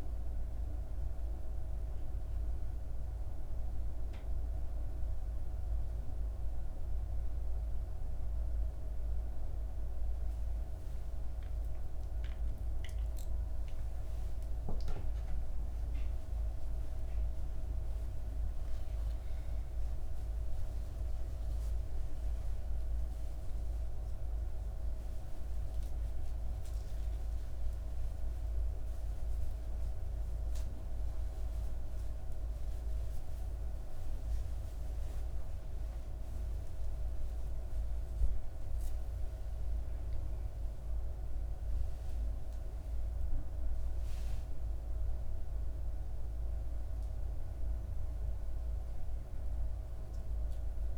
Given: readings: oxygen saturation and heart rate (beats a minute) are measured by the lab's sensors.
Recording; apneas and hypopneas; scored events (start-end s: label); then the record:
a person awake in a sleep study, hard to hear, by a room microphone; none
20.50-50.98 s: new sleep stage, awake
29.00-31.00 s: long interval between heartbeats (device-marked, heart rate 61 before, 73 extreme)
From the record:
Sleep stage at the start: N1 (lightest sleep); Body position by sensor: on the back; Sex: female